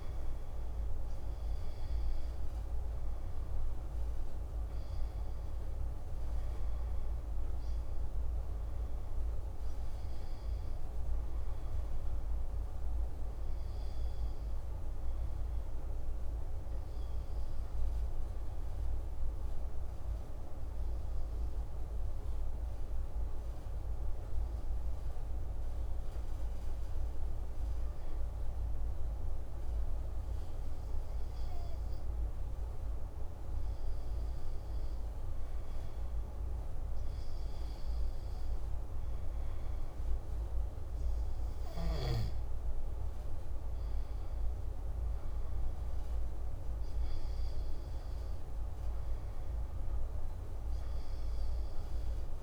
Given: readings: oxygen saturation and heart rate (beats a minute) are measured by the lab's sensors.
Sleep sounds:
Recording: breathing in sleep, hard to hear, by a room microphone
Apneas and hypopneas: 1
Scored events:
17.00-32.50 s: obstructive apnea (oxygen 97% before, 94% lowest, heart rate 69 before, 114 extreme, up 54 after)
34.50-40.00 s: arousal
From the record:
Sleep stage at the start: N2 (light sleep)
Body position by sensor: on the back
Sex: male

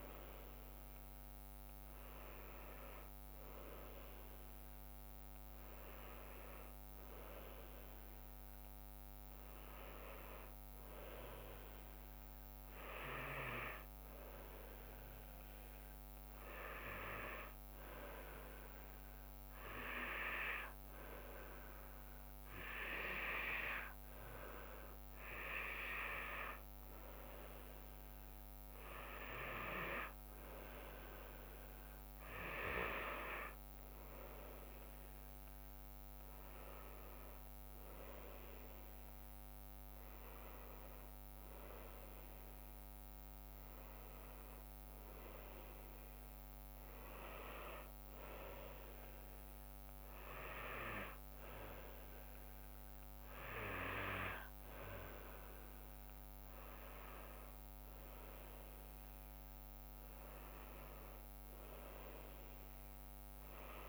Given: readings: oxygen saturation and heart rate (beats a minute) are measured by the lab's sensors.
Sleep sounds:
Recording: breathing in sleep by a microphone on the trachea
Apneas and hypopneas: none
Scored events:
0.00-7.50 s: drop in pulse transit time (device-marked, heart rate 77 extreme)
50.50-63.89 s: new sleep stage, awake
From the record:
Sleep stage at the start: N2 (light sleep)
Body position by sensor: on the back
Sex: female

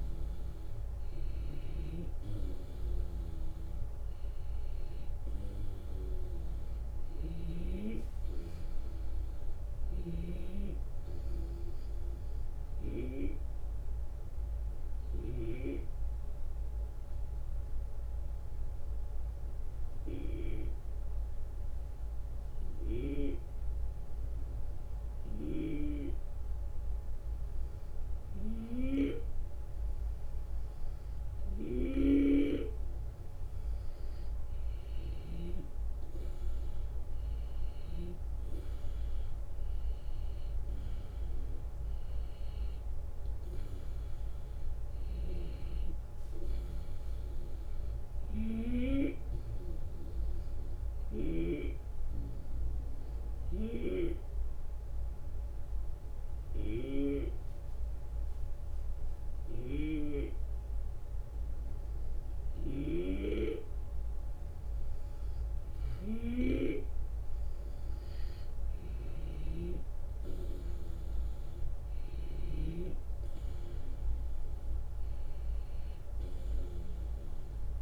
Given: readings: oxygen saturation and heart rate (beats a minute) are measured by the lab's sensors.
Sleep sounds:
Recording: breathing in sleep by a room microphone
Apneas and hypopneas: 2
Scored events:
0.00-1.50 s: arousal
0.00-7.50 s: snoring (device-marked)
12.50-32.50 s: obstructive apnea (oxygen 96% before, 91% lowest, heart rate 78 before, 73 extreme, up 4 after)
25.00-35.50 s: snoring (device-marked)
34.00-38.00 s: arousal
50.00-66.00 s: obstructive apnea (oxygen 95% before, 91% lowest, heart rate 78 before, 72 extreme, up 7 after)
53.00-57.00 s: snoring (device-marked)
59.00-63.00 s: snoring (device-marked)
69.00-72.50 s: snoring (device-marked)
70.50-75.00 s: arousal
From the record:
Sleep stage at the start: N2 (light sleep)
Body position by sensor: on the back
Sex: male

